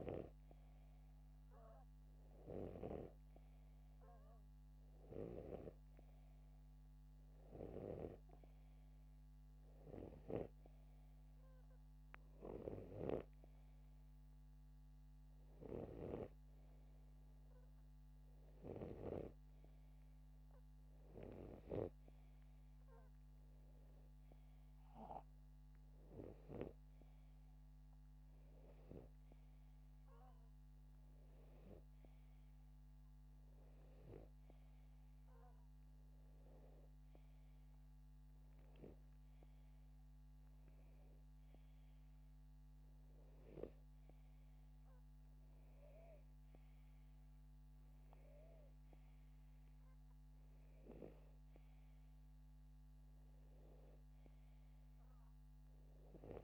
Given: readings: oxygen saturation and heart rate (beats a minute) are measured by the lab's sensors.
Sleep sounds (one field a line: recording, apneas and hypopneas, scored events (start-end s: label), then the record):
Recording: breathing in sleep by a microphone on the trachea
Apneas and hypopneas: none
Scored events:
0.00-3.50 s: snoring (device-marked)
From the record:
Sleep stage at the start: N2 (light sleep)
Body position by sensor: upright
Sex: male